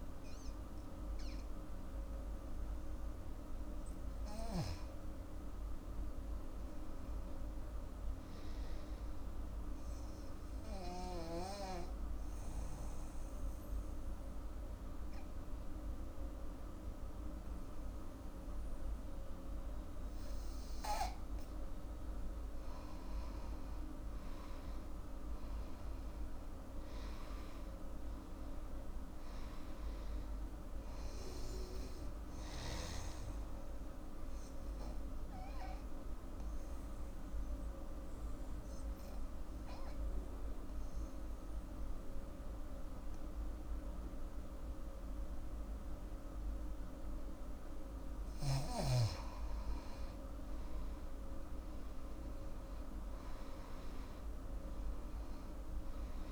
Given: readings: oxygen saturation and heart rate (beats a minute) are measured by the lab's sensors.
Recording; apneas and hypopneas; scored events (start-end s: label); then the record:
breathing in sleep, hard to hear, by a room microphone; 2
0.00-4.00 s: oxygen desaturation (device-marked, oxygen 86% lowest, heart rate 64 extreme)
9.00-20.00 s: obstructive apnea (oxygen 100% before, 86% lowest, heart rate 73 before, 64 extreme, up 16 after)
23.00-27.50 s: arousal
23.00-41.00 s: oxygen desaturation (device-marked, oxygen 97% before, 88% lowest, heart rate 72 before, 62 extreme)
34.00-46.00 s: obstructive apnea (oxygen 98% before, 86% lowest, heart rate 74 before, 61 extreme, up 12 after)
49.50-53.50 s: arousal
51.00-56.32 s: oxygen desaturation (device-marked, oxygen 99% before, 86% lowest, heart rate 74 before, 61 extreme)
From the record:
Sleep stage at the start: N2 (light sleep); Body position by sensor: on the back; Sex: female